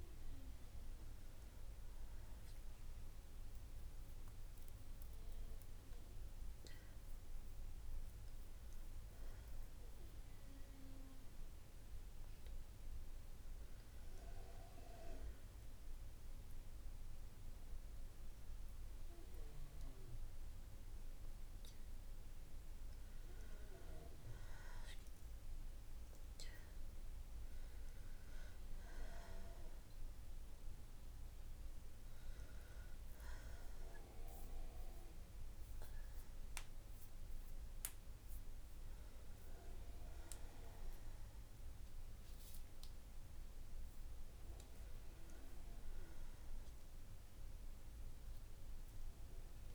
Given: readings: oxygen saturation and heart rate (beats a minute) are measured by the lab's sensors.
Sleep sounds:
breathing in sleep by a room microphone; none
0.00-3.50 s: oxygen desaturation (device-marked, oxygen 89% lowest, heart rate 60 extreme)
32.50-41.50 s: oxygen desaturation (device-marked, oxygen 93% before, 90% lowest, heart rate 61 before, 61 extreme)
From the record:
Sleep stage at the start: N2 (light sleep); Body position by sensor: on the right side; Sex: female

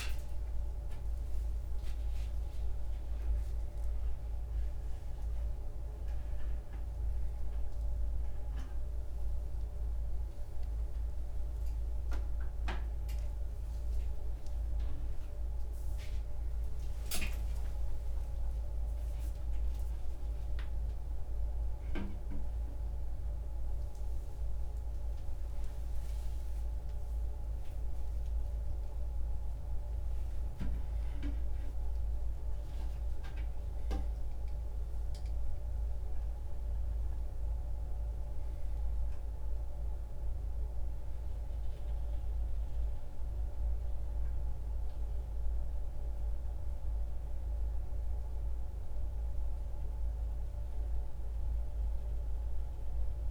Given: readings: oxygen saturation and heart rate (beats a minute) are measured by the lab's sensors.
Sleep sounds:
a person awake in a sleep study, hard to hear, by a room microphone; none
2.00-15.00 s: oxygen desaturation (device-marked, oxygen 97% before, 92% lowest, heart rate 81 before, 82 extreme)
45.00-53.31 s: oxygen desaturation (device-marked, oxygen 95% before, 89% lowest, heart rate 138 before, 69 extreme)
From the record:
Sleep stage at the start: awake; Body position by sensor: upright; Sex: male

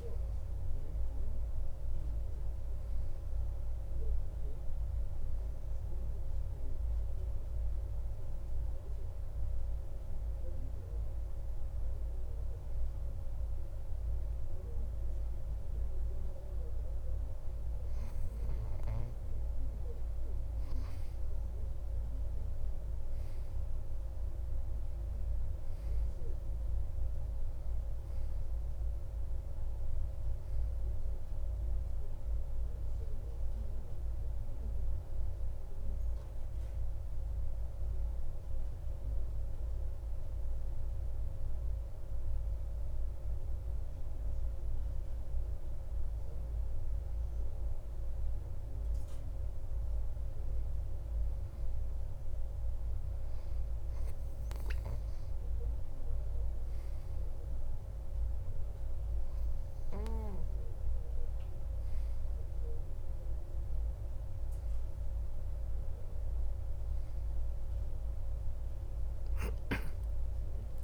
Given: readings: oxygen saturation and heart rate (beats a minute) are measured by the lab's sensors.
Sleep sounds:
breathing in sleep, hard to hear, by a room microphone; 2
7.50-19.50 s: hypopnea (oxygen 96% before, 92% lowest)
23.00-26.50 s: arousal
40.00-51.00 s: hypopnea (oxygen 94% before, 92% lowest)
54.00-57.00 s: arousal
From the record:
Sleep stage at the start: N2 (light sleep); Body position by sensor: on the back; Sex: male

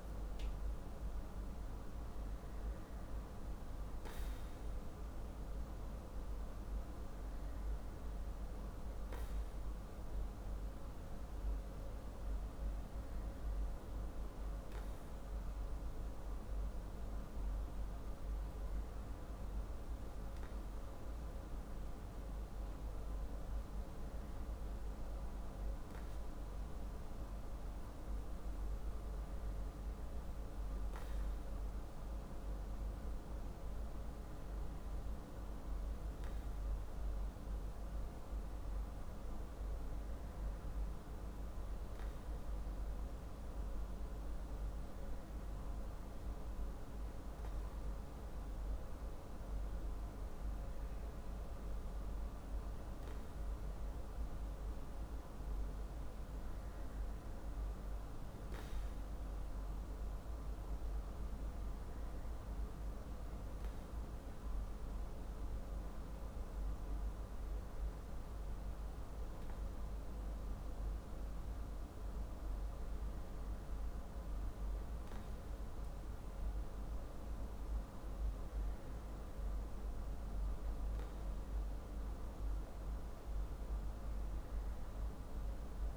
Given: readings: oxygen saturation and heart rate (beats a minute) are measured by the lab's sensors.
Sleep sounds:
breathing in sleep, hard to hear, by a room microphone; none
16.00-85.97 s: new sleep stage, N3 (deep sleep)
From the record:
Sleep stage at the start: N2 (light sleep); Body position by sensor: on the back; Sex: male

